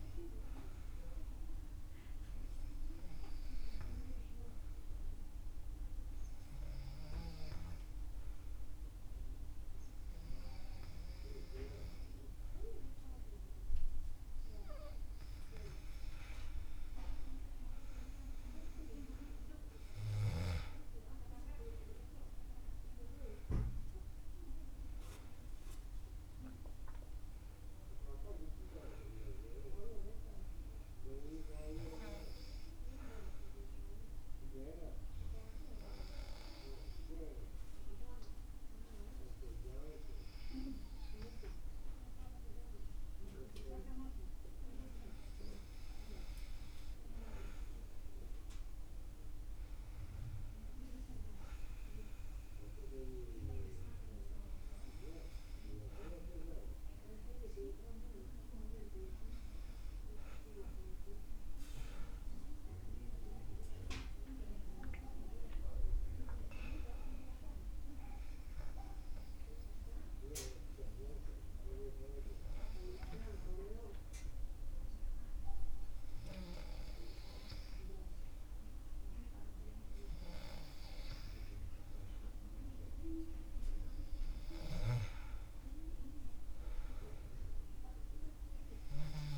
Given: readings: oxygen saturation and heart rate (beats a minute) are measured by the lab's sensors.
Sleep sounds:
breathing in sleep by a room microphone; 1
18.00-23.00 s: arousal
32.00-48.00 s: hypopnea (oxygen 98% before, 96% lowest, heart rate 66 before, 58 extreme, up 6 after)
51.00-54.50 s: arousal
From the record:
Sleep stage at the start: N2 (light sleep); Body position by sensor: on the back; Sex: male

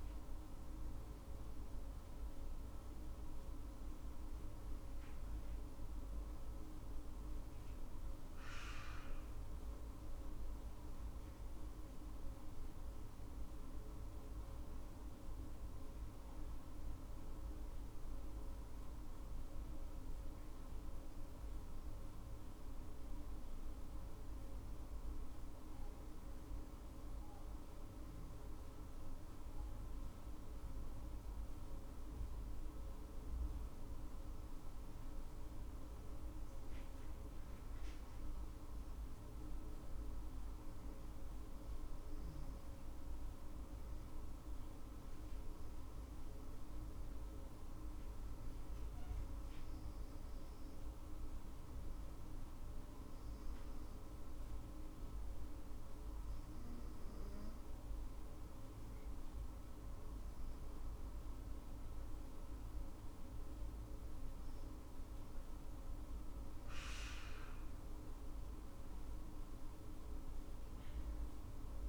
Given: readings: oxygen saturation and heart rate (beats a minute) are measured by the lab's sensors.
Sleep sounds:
breathing in sleep, hard to hear, by a room microphone; 1
23.00-35.00 s: obstructive apnea (oxygen 99% before, 97% lowest, heart rate 56 before, 54 extreme, up 19 after)
36.50-40.00 s: arousal
From the record:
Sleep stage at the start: N2 (light sleep); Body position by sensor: on the back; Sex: female

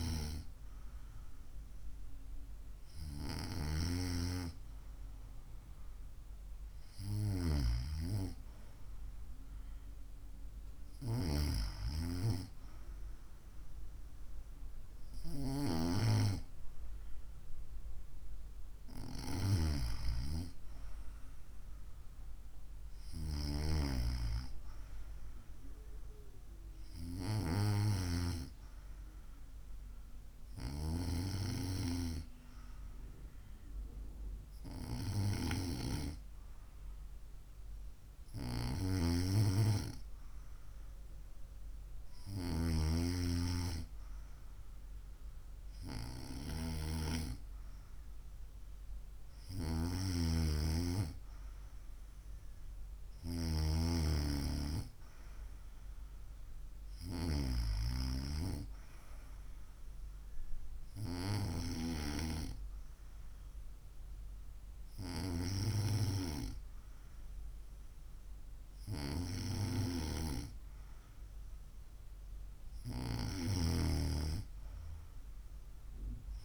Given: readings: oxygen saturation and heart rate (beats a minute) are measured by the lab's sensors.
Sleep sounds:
breathing in sleep by a room microphone; none
none scored
From the record:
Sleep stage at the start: N2 (light sleep); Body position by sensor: on the right side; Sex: female

